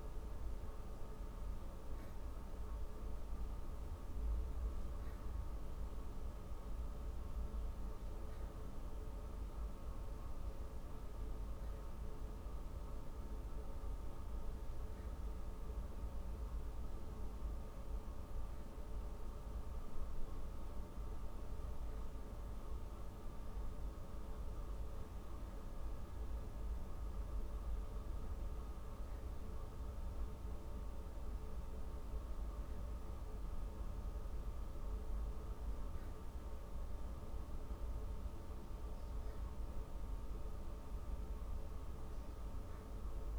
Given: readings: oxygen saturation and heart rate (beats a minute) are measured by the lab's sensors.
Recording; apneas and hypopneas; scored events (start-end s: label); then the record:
breathing in sleep, hard to hear, by a room microphone; none
none scored
From the record:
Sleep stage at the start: N2 (light sleep); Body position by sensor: on the back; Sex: female